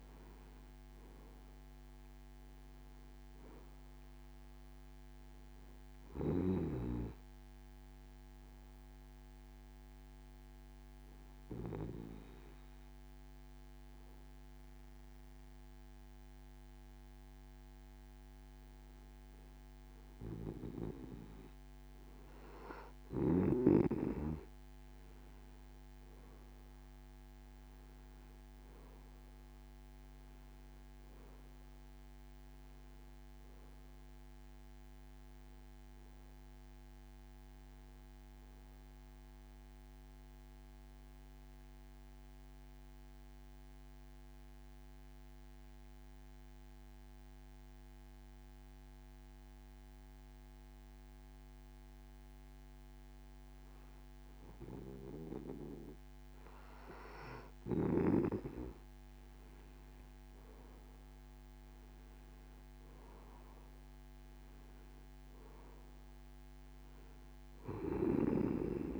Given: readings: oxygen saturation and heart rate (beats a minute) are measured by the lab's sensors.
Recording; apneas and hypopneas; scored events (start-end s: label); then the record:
breathing in sleep by a microphone on the trachea; 2
9.50-22.00 s: obstructive apnea (oxygen 95% before, 91% lowest)
26.00-30.00 s: arousal
41.50-56.50 s: obstructive apnea (oxygen 94% before, 91% lowest)
59.50-63.50 s: arousal
64.50-69.00 s: oxygen desaturation (device-marked, oxygen 95% before, 91% lowest)
From the record:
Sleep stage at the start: N2 (light sleep); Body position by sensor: on the back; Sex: male